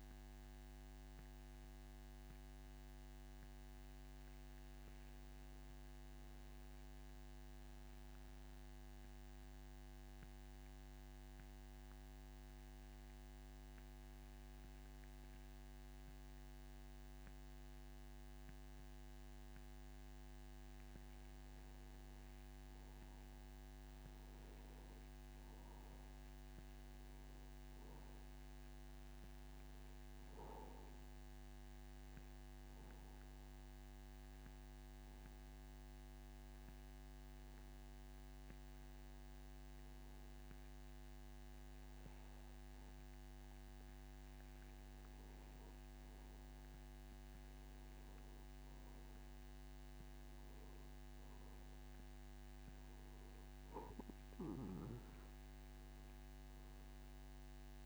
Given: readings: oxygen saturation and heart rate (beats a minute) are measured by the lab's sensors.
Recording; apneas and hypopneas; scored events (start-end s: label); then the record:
breathing in sleep, hard to hear, by a microphone on the trachea; 2
8.00-21.50 s: mixed apnea (oxygen 97% before, 92% lowest)
24.00-27.50 s: arousal
31.50-44.00 s: obstructive apnea (oxygen 97% before, 92% lowest)
53.50-57.85 s: new sleep stage, awake
From the record:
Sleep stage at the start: N2 (light sleep); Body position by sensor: on the back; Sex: male